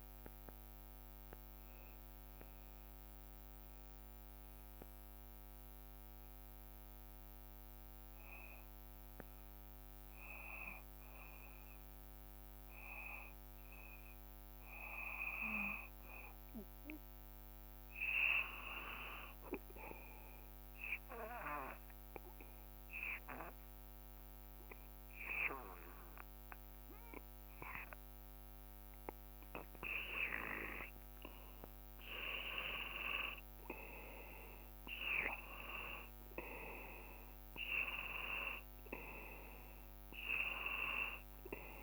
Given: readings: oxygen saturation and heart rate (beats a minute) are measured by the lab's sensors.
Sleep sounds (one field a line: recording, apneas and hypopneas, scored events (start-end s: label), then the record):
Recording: breathing in sleep by a microphone on the trachea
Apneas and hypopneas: 1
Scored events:
0.00-9.50 s: drop in pulse transit time (device-marked, heart rate 55 extreme)
3.50-28.00 s: hypopnea (oxygen 93% before, 89% lowest, heart rate 58 before, 54 extreme, up 2 after)
24.50-41.83 s: oxygen desaturation (device-marked, oxygen 96% before, 89% lowest, heart rate 56 before, 55 extreme)
28.50-32.00 s: arousal
From the record:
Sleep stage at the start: N2 (light sleep)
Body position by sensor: on the back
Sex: male